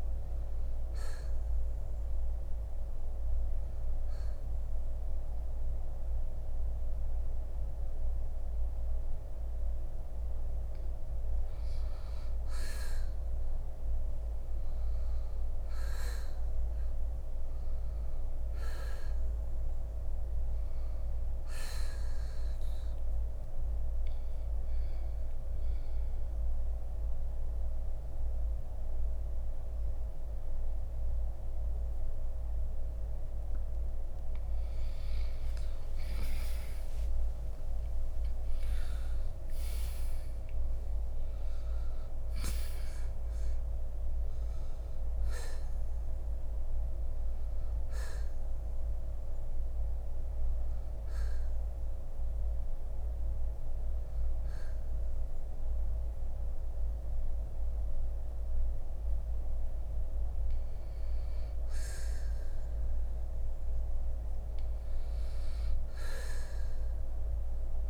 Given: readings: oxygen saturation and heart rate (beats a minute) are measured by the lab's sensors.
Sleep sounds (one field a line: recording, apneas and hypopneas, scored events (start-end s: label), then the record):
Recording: breathing in sleep, hard to hear, by a room microphone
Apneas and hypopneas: 3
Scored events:
1.00-12.00 s: hypopnea (oxygen 92% before, 85% lowest, heart rate 63 before, 55 extreme, up 4 after)
13.00-25.00 s: oxygen desaturation (device-marked, oxygen 92% before, 86% lowest, heart rate 65 before, 56 extreme)
14.50-18.50 s: arousal
25.00-35.00 s: central apnea (oxygen 92% before, 85% lowest, heart rate 64 before, 56 extreme, up 12 after)
34.00-44.00 s: oxygen desaturation (device-marked, oxygen 93% before, 89% lowest, heart rate 62 before, 57 extreme)
36.50-40.50 s: arousal
49.00-60.50 s: hypopnea (oxygen 93% before, 85% lowest, heart rate 62 before, 57 extreme, up 3 after)
61.00-67.90 s: oxygen desaturation (device-marked, oxygen 92% before, 85% lowest, heart rate 65 before, 58 extreme)
63.00-66.00 s: arousal
From the record:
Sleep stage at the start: N2 (light sleep)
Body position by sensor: on the right side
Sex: male